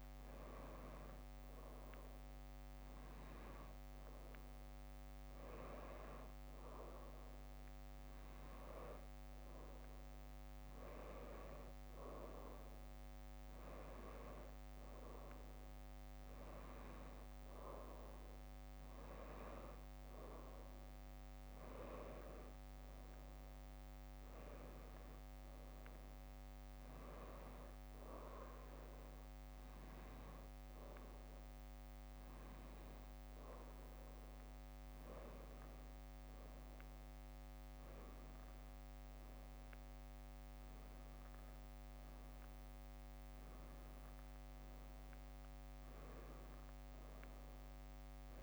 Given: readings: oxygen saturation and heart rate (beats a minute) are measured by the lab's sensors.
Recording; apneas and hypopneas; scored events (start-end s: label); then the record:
breathing in sleep by a microphone on the trachea; none
1.00-3.00 s: bradycardia (device-marked, heart rate 70 before, 59 extreme)
25.00-27.00 s: bradycardia (device-marked, heart rate 70 before, 63 extreme)
29.50-33.00 s: leg movement (device-marked)
From the record:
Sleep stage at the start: N2 (light sleep); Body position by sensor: on the back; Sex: female